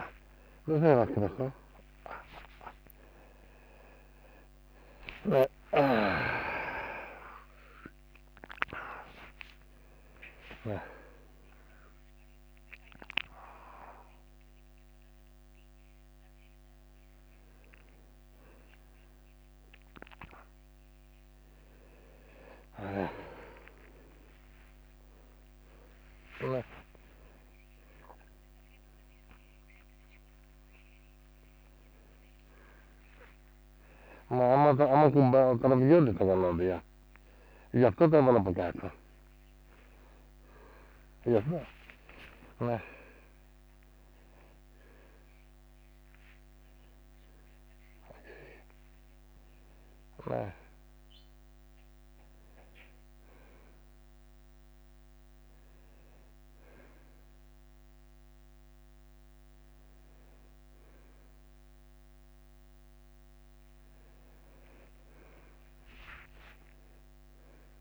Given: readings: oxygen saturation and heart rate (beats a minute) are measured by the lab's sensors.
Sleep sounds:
a person awake in a sleep study, by a microphone on the trachea; none
1.50-7.00 s: snoring (device-marked)
11.50-13.50 s: long interval between heartbeats (device-marked, heart rate 49 before, 36 extreme)
21.00-36.00 s: tachycardia (device-marked, heart rate 64 before, 146 extreme)
25.00-27.00 s: long interval between heartbeats (device-marked, heart rate 73 before, 129 extreme)
30.00-32.00 s: long interval between heartbeats (device-marked, heart rate 96 before, 138 extreme)
32.00-34.00 s: long interval between heartbeats (device-marked, heart rate 107 before, 130 extreme)
37.50-42.50 s: snoring (device-marked)
65.00-67.81 s: tachycardia (device-marked, heart rate 94 before, 102 extreme)
From the record:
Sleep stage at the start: awake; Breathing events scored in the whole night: 193 in 2.7 hours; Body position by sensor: on the back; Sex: male

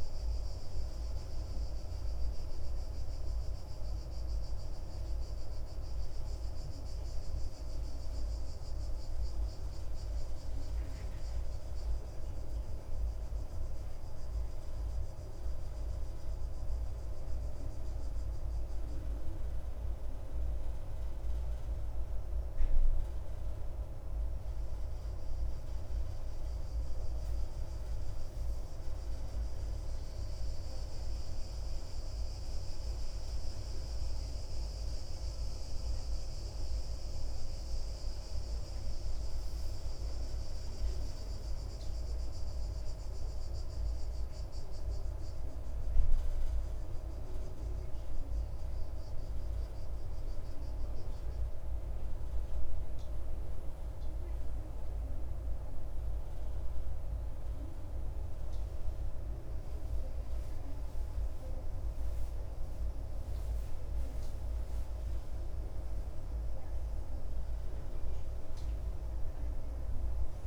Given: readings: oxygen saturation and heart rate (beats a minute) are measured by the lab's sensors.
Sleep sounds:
breathing in sleep, hard to hear, by a room microphone; none
none scored
From the record:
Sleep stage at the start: N1 (lightest sleep); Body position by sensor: on the back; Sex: male

